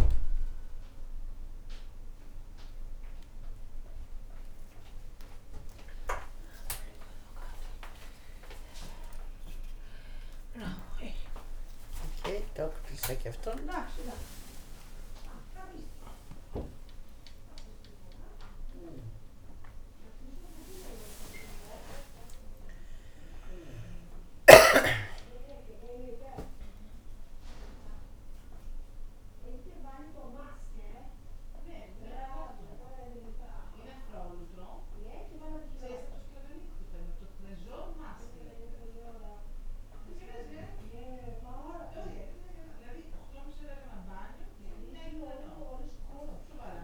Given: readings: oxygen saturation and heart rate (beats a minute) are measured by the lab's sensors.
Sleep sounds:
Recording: a person awake in a sleep study, by a room microphone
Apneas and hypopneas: none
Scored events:
none scored
From the record:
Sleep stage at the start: awake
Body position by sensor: on the back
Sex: female

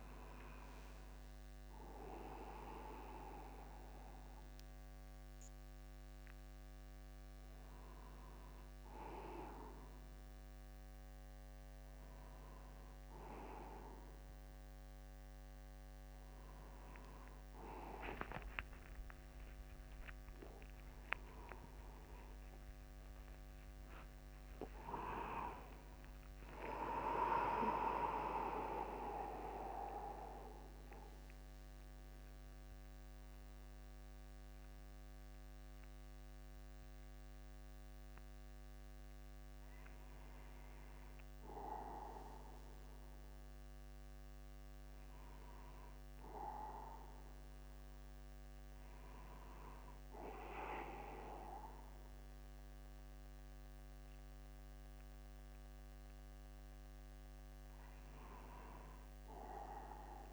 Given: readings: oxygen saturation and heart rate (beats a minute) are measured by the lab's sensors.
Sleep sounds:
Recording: a person awake in a sleep study, by a microphone on the trachea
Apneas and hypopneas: none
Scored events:
18.50-20.50 s: long interval between heartbeats (device-marked, heart rate 51 before, 76 extreme)
22.50-24.50 s: long interval between heartbeats (device-marked, heart rate 58 before, 93 extreme)
34.50-60.33 s: new sleep stage, N1 (lightest sleep)
From the record:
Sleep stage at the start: awake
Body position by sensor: upright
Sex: male

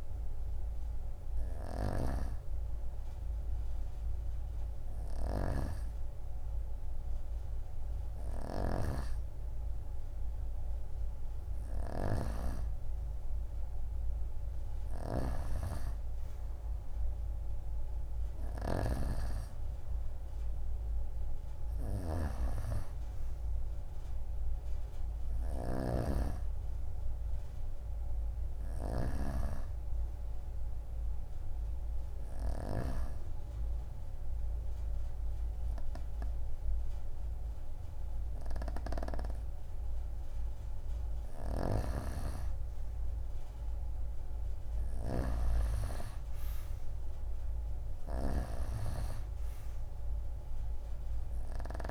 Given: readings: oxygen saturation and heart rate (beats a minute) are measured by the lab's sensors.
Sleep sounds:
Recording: breathing in sleep by a room microphone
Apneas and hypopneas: 1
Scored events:
1.50-12.00 s: snoring (device-marked)
17.50-29.50 s: oxygen desaturation (device-marked, oxygen 93% before, 90% lowest)
25.50-29.00 s: snoring (device-marked)
32.50-43.00 s: obstructive apnea (oxygen 93% before, 88% lowest)
41.00-45.50 s: snoring (device-marked)
46.50-49.50 s: arousal
50.50-51.91 s: oxygen desaturation (device-marked, oxygen 93% before, 88% lowest)
From the record:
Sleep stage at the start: N2 (light sleep)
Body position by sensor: on the right side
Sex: female

